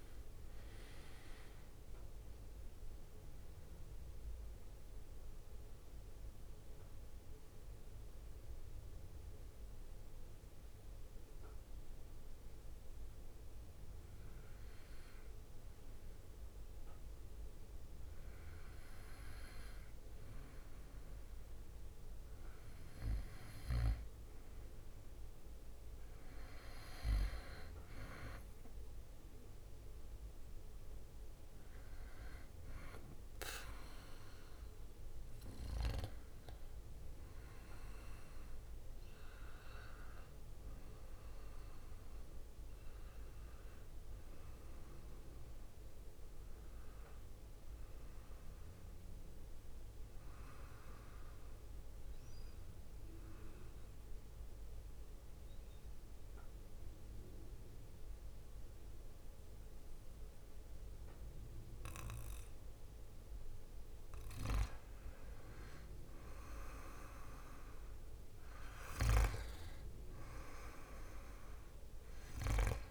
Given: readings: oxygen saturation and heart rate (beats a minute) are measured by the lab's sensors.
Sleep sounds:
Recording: breathing in sleep by a room microphone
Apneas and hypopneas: 2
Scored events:
0.00-4.00 s: drop in pulse transit time (device-marked, heart rate 65 extreme)
0.00-12.00 s: oxygen desaturation (device-marked, oxygen 90% lowest, heart rate 54 extreme)
3.50-18.00 s: mixed apnea (oxygen 98% before, 90% lowest, heart rate 68 before, 54 extreme, up 6 after)
19.50-23.00 s: arousal
23.00-45.00 s: oxygen desaturation (device-marked, oxygen 98% before, 95% lowest, heart rate 57 before, 53 extreme)
47.00-49.50 s: arousal
51.00-64.50 s: obstructive apnea (oxygen 98% before, 93% lowest, heart rate 63 before, 53 extreme, up 15 after)
65.50-68.50 s: arousal
68.00-72.91 s: oxygen desaturation (device-marked, oxygen 96% before, 93% lowest, heart rate 59 before, 58 extreme)
From the record:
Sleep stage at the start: N2 (light sleep)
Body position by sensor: on the back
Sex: male

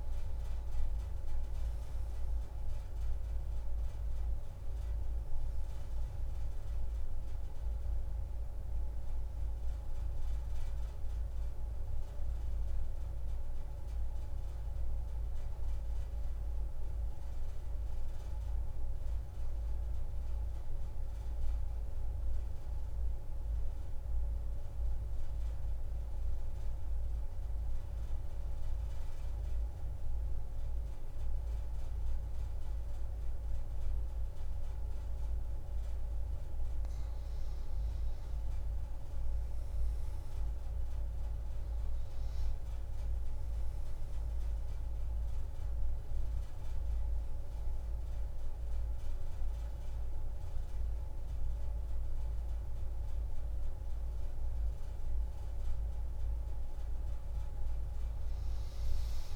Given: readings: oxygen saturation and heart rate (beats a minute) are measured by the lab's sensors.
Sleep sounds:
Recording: breathing in sleep, hard to hear, by a room microphone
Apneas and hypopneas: 1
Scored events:
0.00-2.00 s: arousal
2.00-17.00 s: oxygen desaturation (device-marked, oxygen 96% before, 92% lowest)
17.00-36.00 s: mixed apnea (oxygen 96% before, 88% lowest)
37.00-59.35 s: oxygen desaturation (device-marked, oxygen 96% before, 88% lowest)
39.00-44.00 s: arousal
41.00-59.35 s: tachycardia (device-marked)
From the record:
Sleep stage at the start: N2 (light sleep)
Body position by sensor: on the back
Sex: female

